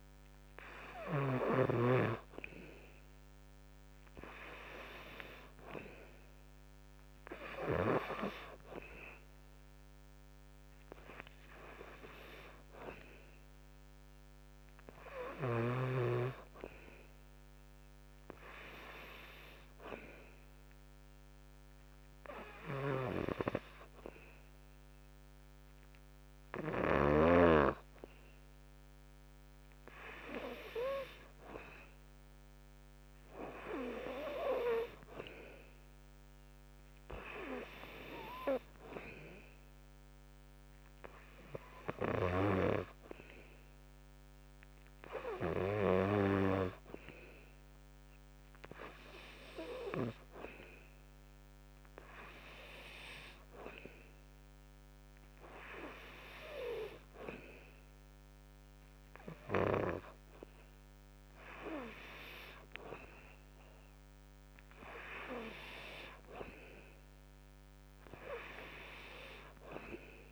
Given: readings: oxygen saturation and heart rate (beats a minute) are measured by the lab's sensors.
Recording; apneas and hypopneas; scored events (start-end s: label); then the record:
breathing in sleep by a microphone on the trachea; 1
19.00-30.00 s: hypopnea (oxygen 97% before, 92% lowest, heart rate 61 before, 61 extreme, up 5 after)
22.50-27.00 s: snoring (device-marked)
33.00-37.00 s: arousal
From the record:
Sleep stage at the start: N2 (light sleep); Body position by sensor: on the back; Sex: male